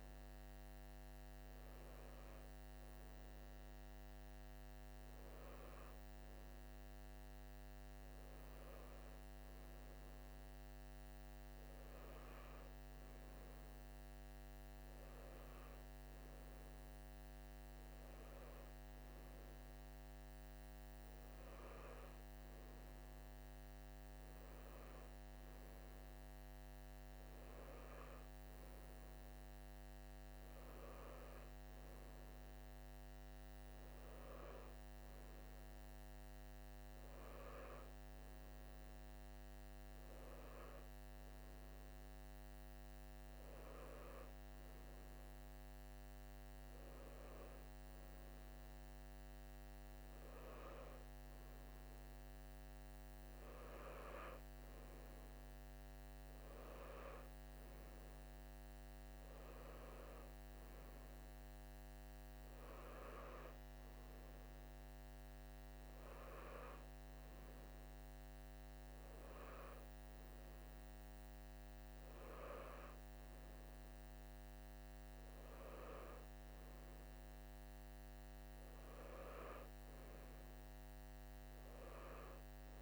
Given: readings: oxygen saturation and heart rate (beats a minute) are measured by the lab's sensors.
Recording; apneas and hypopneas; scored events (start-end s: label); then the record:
breathing in sleep by a microphone on the trachea; none
none scored
From the record:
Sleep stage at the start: N3 (deep sleep); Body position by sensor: on the right side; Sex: male